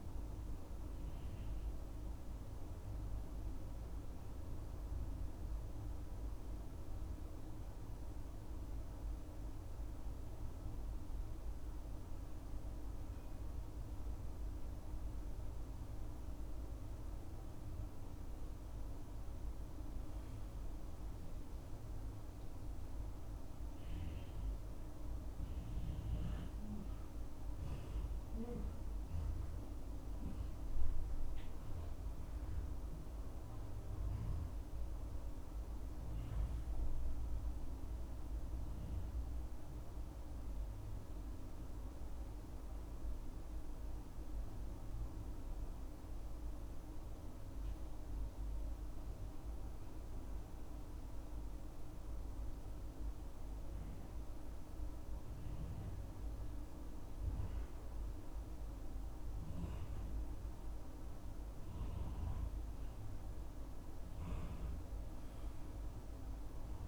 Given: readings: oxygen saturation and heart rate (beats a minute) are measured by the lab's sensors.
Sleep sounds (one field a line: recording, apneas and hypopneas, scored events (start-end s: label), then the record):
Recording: breathing in sleep, hard to hear, by a room microphone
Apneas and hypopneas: 2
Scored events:
0.00-13.50 s: oxygen desaturation (device-marked, oxygen 92% lowest, heart rate 63 extreme)
0.50-17.50 s: mixed apnea (oxygen 96% before, 92% lowest, heart rate 72 before, 63 extreme, up 6 after)
20.00-23.00 s: arousal
42.50-59.50 s: obstructive apnea (oxygen 98% before, 92% lowest, heart rate 68 before, 64 extreme, up 4 after)
63.50-66.87 s: oxygen desaturation (device-marked, oxygen 97% before, 94% lowest, heart rate 65 before, 65 extreme)
64.00-66.87 s: arousal
From the record:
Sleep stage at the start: N2 (light sleep)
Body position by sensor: on the back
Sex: male